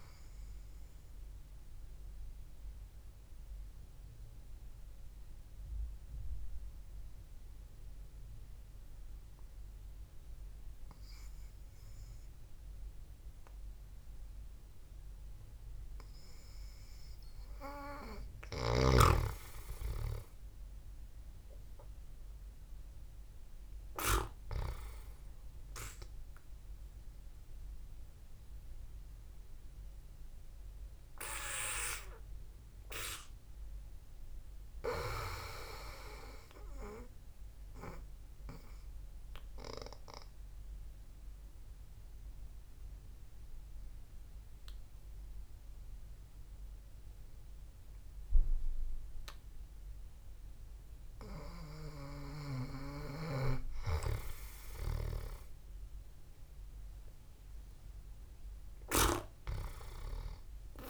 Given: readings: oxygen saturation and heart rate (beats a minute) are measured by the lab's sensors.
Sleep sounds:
breathing in sleep by a room microphone; 2
0.00-15.00 s: oxygen desaturation (device-marked, oxygen 90% lowest, heart rate 59 extreme)
3.00-19.00 s: obstructive apnea (oxygen 99% before, 90% lowest, heart rate 63 before, 59 extreme, up 3 after)
21.50-27.00 s: arousal
27.00-39.00 s: oxygen desaturation (device-marked, oxygen 98% before, 93% lowest, heart rate 62 before, 66 extreme)
38.00-53.00 s: obstructive apnea (oxygen 98% before, 92% lowest, heart rate 63 before, 64 extreme, up 0 after)
55.00-59.00 s: arousal
From the record:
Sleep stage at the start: N2 (light sleep); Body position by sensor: on the back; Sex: male

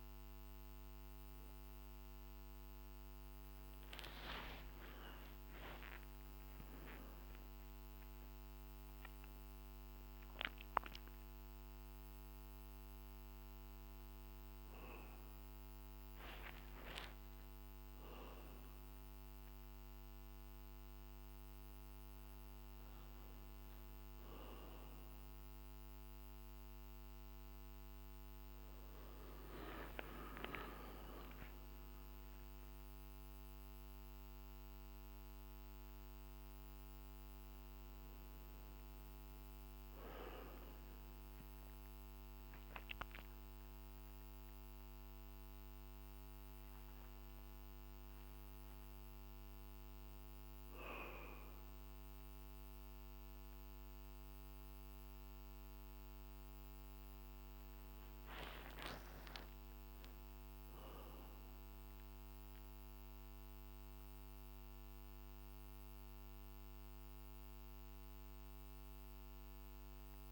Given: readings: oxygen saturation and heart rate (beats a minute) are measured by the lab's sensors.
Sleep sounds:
a person partly awake in a sleep study, by a microphone on the trachea; none
5.00-35.00 s: new sleep stage, awake
35.00-70.32 s: new sleep stage, N1 (lightest sleep)
58.00-62.00 s: arousal
From the record:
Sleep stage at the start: N1 (lightest sleep); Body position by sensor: on the back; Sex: male

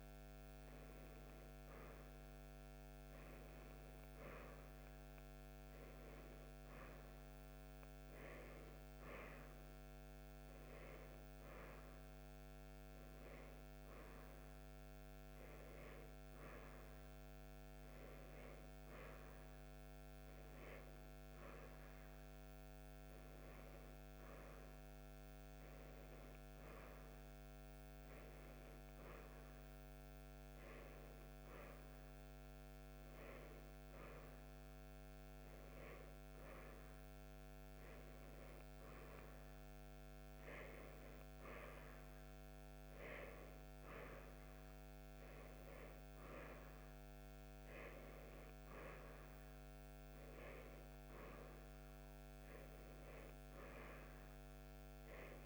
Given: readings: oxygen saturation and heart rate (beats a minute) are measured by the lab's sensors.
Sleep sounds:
breathing in sleep, hard to hear, by a microphone on the trachea; none
13.00-17.00 s: arousal
From the record:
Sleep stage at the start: N1 (lightest sleep); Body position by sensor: on the right side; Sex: female

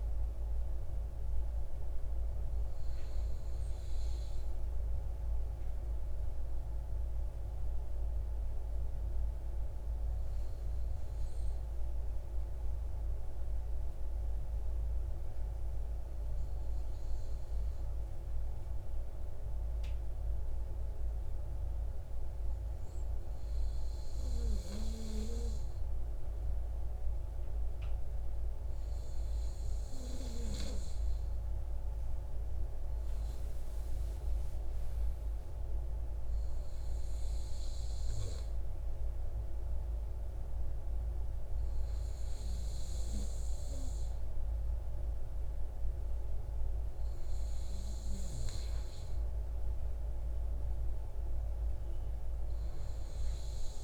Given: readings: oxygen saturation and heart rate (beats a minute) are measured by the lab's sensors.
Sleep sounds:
breathing in sleep, hard to hear, by a room microphone; 1
0.00-1.00 s: oxygen desaturation (device-marked, oxygen 94% lowest, heart rate 59 extreme)
5.50-28.00 s: obstructive apnea (oxygen 98% before, 96% lowest, heart rate 134 before, 59 extreme)
31.50-36.00 s: arousal
From the record:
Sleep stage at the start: N2 (light sleep); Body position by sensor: on the right side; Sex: male

